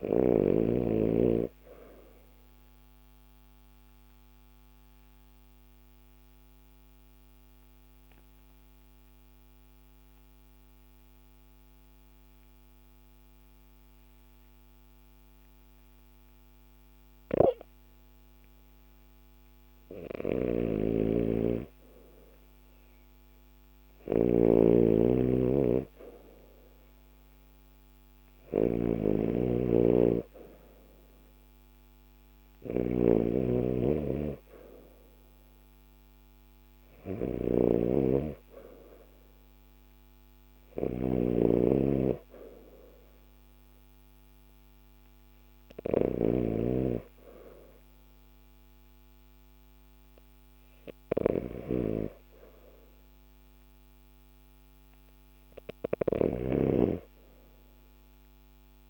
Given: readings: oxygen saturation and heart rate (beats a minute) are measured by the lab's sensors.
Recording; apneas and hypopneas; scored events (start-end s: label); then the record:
breathing in sleep by a microphone on the trachea; 1
5.00-19.50 s: obstructive apnea (oxygen 94% before, 90% lowest, heart rate 51 before, 52 extreme, up 2 after)
19.50-46.00 s: snoring (device-marked)
23.00-26.50 s: arousal
34.50-54.50 s: oxygen desaturation (device-marked, oxygen 94% before, 90% lowest, heart rate 54 before, 50 extreme)
55.50-58.90 s: snoring (device-marked)
From the record:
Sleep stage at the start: REM sleep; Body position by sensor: on the left side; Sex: male